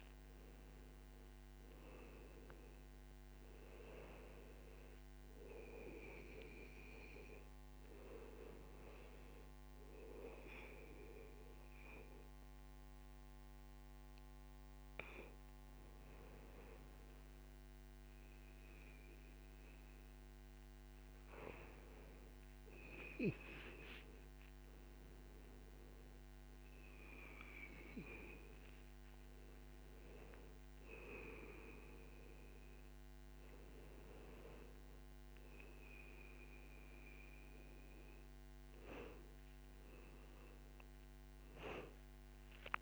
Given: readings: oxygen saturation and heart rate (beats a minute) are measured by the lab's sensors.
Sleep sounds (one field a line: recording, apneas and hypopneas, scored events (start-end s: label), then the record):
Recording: breathing in sleep by a microphone on the trachea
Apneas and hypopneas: 1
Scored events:
0.00-2.50 s: arousal
9.50-22.00 s: obstructive apnea (oxygen 96% before, 93% lowest, heart rate 66 before, 59 extreme, up 6 after)
25.00-29.00 s: arousal
From the record:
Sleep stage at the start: REM sleep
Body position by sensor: on the back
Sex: male